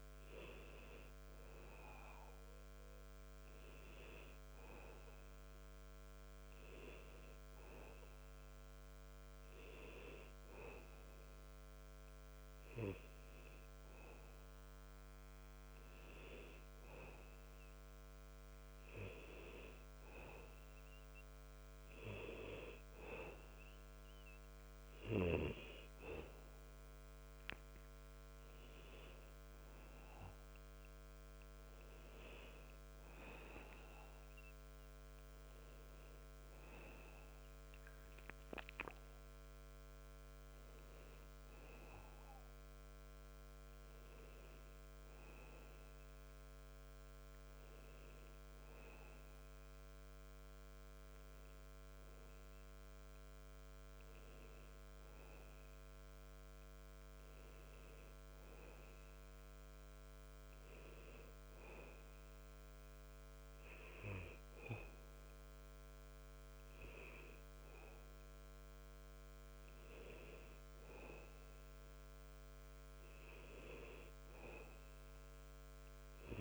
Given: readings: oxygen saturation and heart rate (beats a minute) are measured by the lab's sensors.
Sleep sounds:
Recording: breathing in sleep by a microphone on the trachea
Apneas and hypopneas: 1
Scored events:
52.00-56.00 s: arousal
59.00-71.00 s: hypopnea (oxygen 95% before, 92% lowest, heart rate 93 before, 60 extreme, up 17 after)
73.50-76.41 s: arousal
From the record:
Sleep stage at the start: N2 (light sleep)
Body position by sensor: on the back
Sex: male

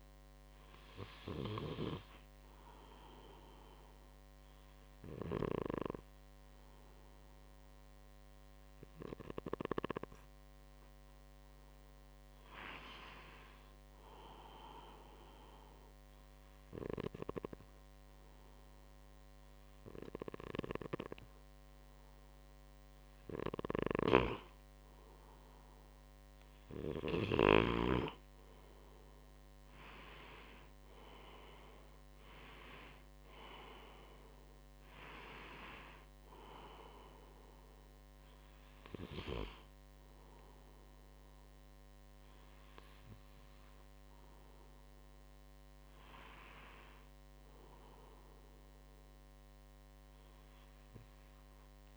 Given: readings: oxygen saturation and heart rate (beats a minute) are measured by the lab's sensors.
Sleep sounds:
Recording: breathing in sleep by a microphone on the trachea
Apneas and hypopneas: 1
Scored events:
13.50-23.50 s: obstructive apnea (oxygen 96% before, 93% lowest, heart rate 68 before, 63 extreme, up 3 after)
27.00-31.00 s: arousal
From the record:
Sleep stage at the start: N2 (light sleep)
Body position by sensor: on the right side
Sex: male

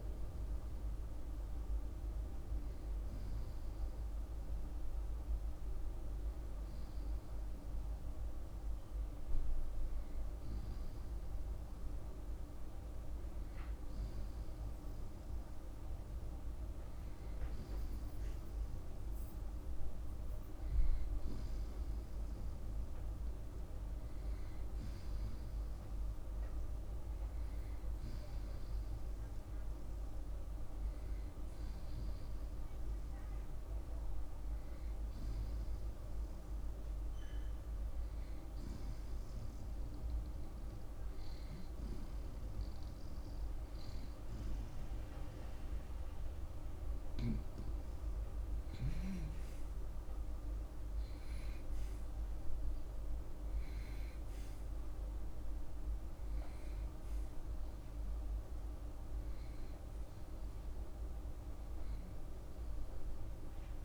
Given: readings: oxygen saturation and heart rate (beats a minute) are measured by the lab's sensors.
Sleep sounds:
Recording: breathing in sleep, hard to hear, by a room microphone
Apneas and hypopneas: none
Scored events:
25.00-43.00 s: oxygen desaturation (device-marked, oxygen 94% before, 89% lowest)
From the record:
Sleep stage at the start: N1 (lightest sleep)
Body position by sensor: on the back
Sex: male

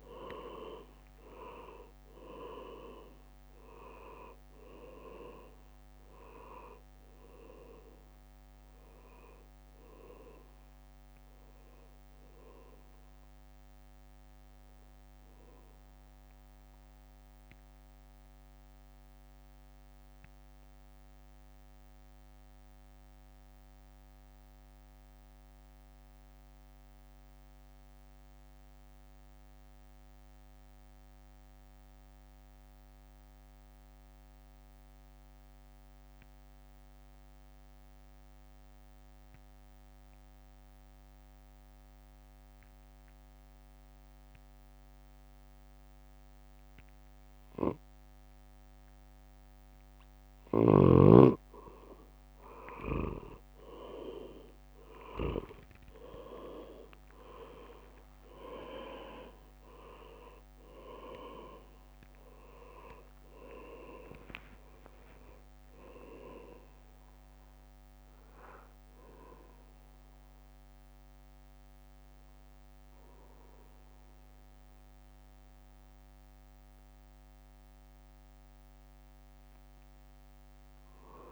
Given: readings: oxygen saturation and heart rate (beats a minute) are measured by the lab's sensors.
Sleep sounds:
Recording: breathing in sleep by a microphone on the trachea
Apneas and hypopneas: 1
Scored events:
0.00-29.50 s: oxygen desaturation (device-marked, oxygen 90% lowest, heart rate 52 extreme)
0.50-18.50 s: drop in pulse transit time (device-marked, heart rate 55 before, 63 extreme)
3.50-5.50 s: long interval between heartbeats (device-marked, heart rate 58 before, 78 extreme)
4.50-10.00 s: leg movement (device-marked)
17.00-50.00 s: mixed apnea (oxygen 98% before, 89% lowest, heart rate 73 before, 52 extreme, up 27 after)
43.00-44.00 s: leg movement (device-marked)
46.50-81.32 s: oxygen desaturation (device-marked, oxygen 99% before, 89% lowest, heart rate 54 before, 54 extreme)
54.50-56.50 s: leg movement (device-marked)
54.50-59.00 s: arousal
55.50-57.50 s: long interval between heartbeats (device-marked, heart rate 55 before, 72 extreme)
56.50-73.50 s: drop in pulse transit time (device-marked, heart rate 56 before, 57 extreme)
From the record:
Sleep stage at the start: N2 (light sleep)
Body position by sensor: on the back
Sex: male

